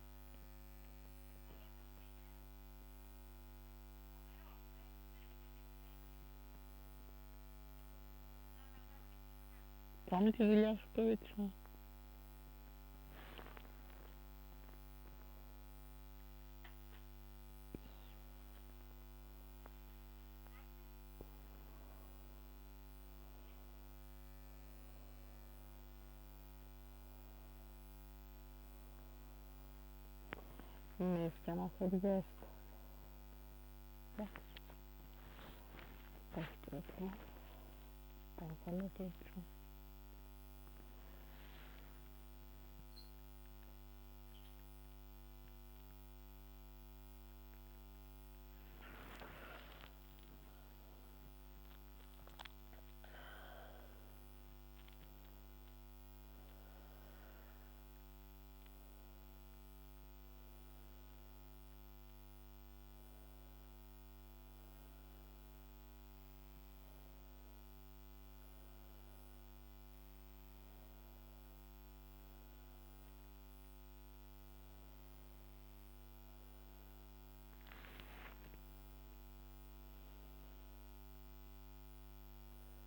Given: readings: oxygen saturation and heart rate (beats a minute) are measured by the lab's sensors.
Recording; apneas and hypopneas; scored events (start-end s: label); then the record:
a person partly awake in a sleep study, by a microphone on the trachea; none
8.50-38.50 s: new sleep stage, awake
38.50-82.87 s: new sleep stage, N1 (lightest sleep)
73.50-77.50 s: arousal
From the record:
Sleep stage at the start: N2 (light sleep); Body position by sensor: on the right side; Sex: female